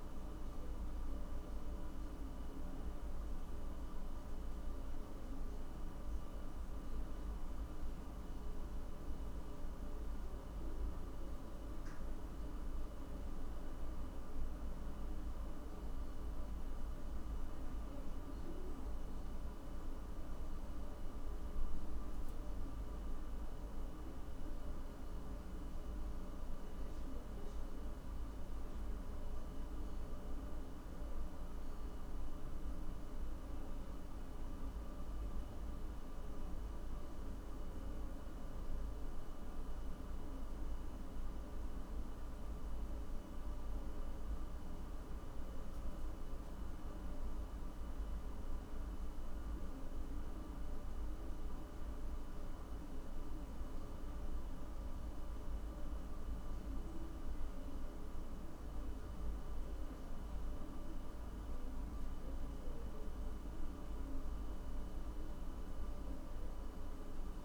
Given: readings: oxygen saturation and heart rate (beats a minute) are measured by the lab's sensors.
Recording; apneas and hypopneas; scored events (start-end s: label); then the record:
a person awake in a sleep study, hard to hear, by a room microphone; none
none scored
From the record:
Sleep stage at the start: awake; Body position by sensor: on the back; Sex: male